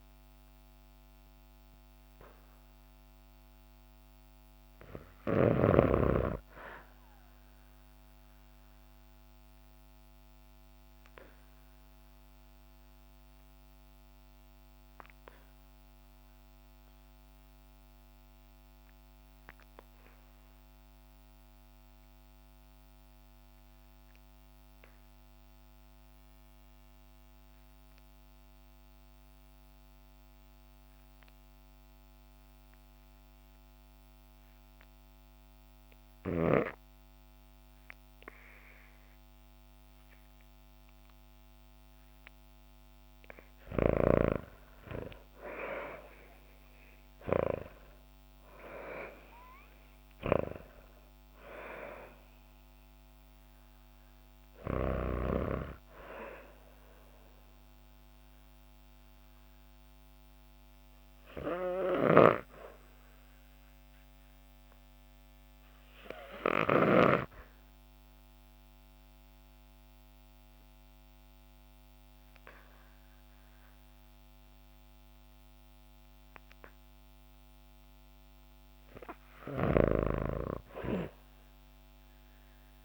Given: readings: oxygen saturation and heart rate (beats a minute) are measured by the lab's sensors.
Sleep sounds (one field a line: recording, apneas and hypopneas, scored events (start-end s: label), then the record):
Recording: breathing in sleep by a microphone on the trachea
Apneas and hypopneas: 2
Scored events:
7.00-42.50 s: obstructive apnea (oxygen 97% before, 77% lowest, heart rate 59 before, 49 extreme, up 11 after)
23.50-71.50 s: oxygen desaturation (device-marked, oxygen 96% before, 77% lowest, heart rate 58 before, 49 extreme)
45.50-49.50 s: arousal
62.50-78.50 s: obstructive apnea (oxygen 90% before, 77% lowest, heart rate 59 before, 54 extreme, up 3 after)
79.50-82.85 s: snoring (device-marked)
80.00-82.85 s: arousal
From the record:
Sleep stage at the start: REM sleep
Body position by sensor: on the back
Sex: female